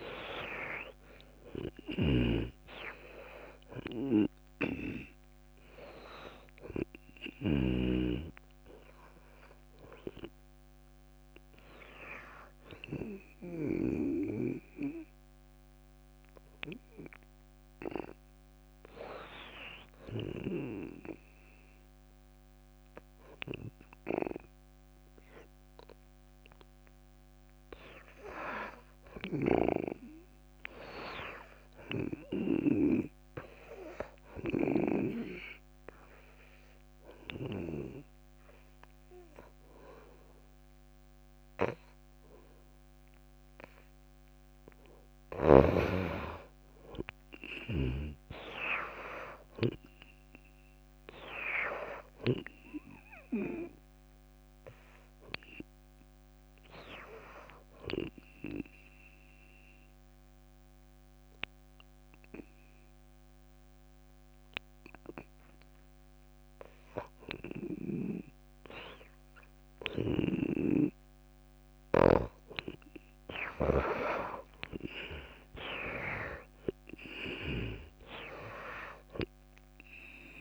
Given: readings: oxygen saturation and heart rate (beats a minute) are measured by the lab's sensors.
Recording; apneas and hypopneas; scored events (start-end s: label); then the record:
breathing in sleep by a microphone on the trachea; 3
2.00-8.00 s: snoring (device-marked)
2.00-15.00 s: oxygen desaturation (device-marked, oxygen 92% before, 82% lowest)
11.50-26.50 s: hypopnea (oxygen 92% before, 84% lowest)
28.00-31.50 s: arousal
31.00-45.00 s: oxygen desaturation (device-marked, oxygen 97% before, 88% lowest)
35.50-45.50 s: obstructive apnea (oxygen 97% before, 84% lowest)
47.00-51.00 s: arousal
50.00-66.00 s: oxygen desaturation (device-marked, oxygen 92% before, 84% lowest)
58.50-68.50 s: obstructive apnea (oxygen 95% before, 75% lowest)
70.50-74.50 s: snoring (device-marked)
70.50-75.00 s: arousal
74.00-80.41 s: oxygen desaturation (device-marked, oxygen 96% before, 87% lowest)
From the record:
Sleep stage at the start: N2 (light sleep); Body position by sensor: on the back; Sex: female